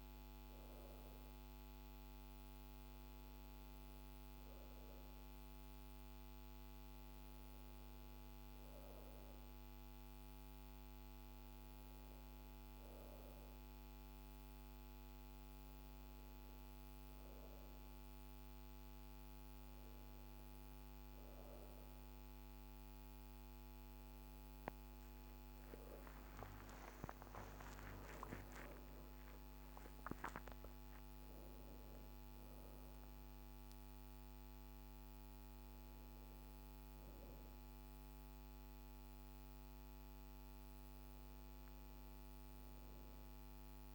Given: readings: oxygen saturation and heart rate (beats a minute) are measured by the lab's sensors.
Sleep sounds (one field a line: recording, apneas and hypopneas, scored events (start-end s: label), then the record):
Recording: breathing in sleep by a microphone on the trachea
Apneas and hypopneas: none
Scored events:
25.50-30.00 s: arousal
From the record:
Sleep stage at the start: N2 (light sleep)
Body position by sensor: on the right side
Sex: female